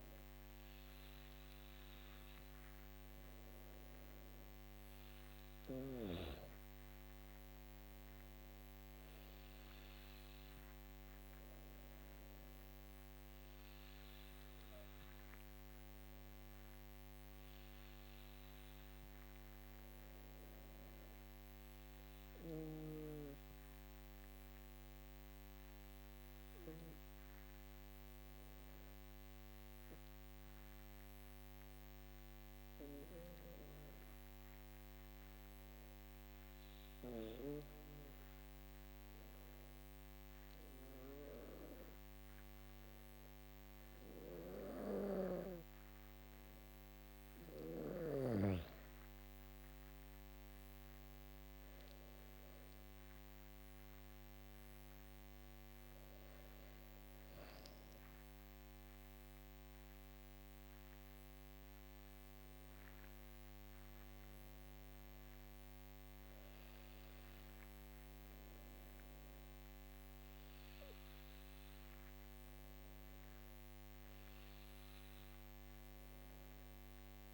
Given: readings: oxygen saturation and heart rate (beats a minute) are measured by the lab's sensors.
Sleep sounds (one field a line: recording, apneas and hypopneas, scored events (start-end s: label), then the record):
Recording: breathing in sleep by a microphone on the trachea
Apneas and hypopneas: 1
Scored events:
24.00-45.00 s: obstructive apnea (oxygen 98% before, 94% lowest, heart rate 57 before, 53 extreme, up 16 after)
42.50-77.33 s: oxygen desaturation (device-marked, oxygen 98% before, 94% lowest, heart rate 57 before, 52 extreme)
47.00-52.50 s: arousal
From the record:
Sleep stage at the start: N2 (light sleep)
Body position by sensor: on the back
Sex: female